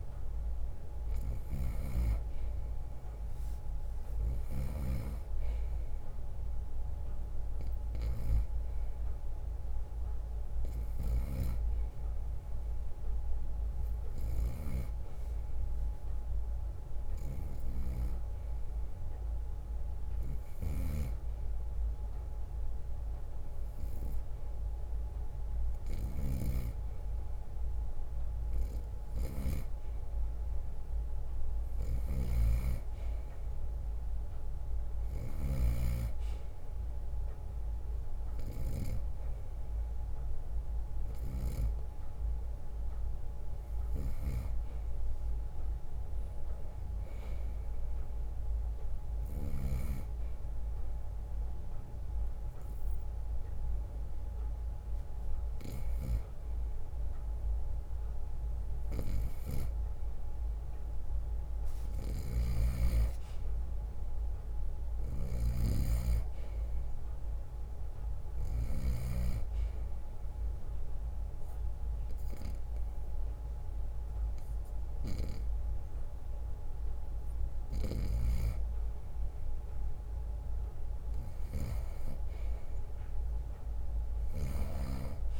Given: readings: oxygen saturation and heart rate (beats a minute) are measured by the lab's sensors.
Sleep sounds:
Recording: breathing in sleep by a room microphone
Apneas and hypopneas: 1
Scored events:
0.00-6.50 s: drop in pulse transit time (device-marked, heart rate 62 extreme)
1.50-5.00 s: snoring (device-marked)
11.00-39.00 s: snoring (device-marked)
62.00-69.00 s: snoring (device-marked)
69.00-79.00 s: obstructive apnea (oxygen 94% before, 91% lowest, heart rate 64 before, 61 extreme)
From the record:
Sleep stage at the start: N2 (light sleep)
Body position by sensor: on the right side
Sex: male

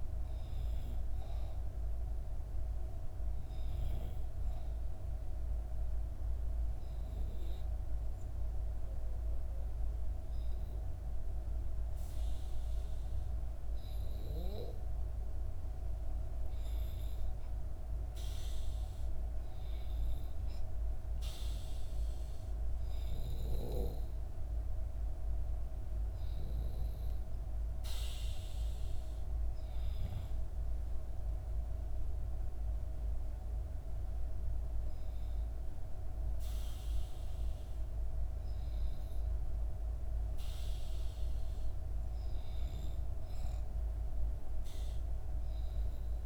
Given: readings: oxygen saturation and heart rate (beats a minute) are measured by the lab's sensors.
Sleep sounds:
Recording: breathing in sleep, hard to hear, by a room microphone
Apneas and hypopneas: 1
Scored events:
0.00-14.50 s: oxygen desaturation (device-marked, oxygen 91% lowest, heart rate 62 extreme)
4.50-16.00 s: hypopnea (oxygen 98% before, 91% lowest, heart rate 67 before, 62 extreme, up 3 after)
17.50-21.50 s: arousal
From the record:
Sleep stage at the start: N2 (light sleep)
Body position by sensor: on the back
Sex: female

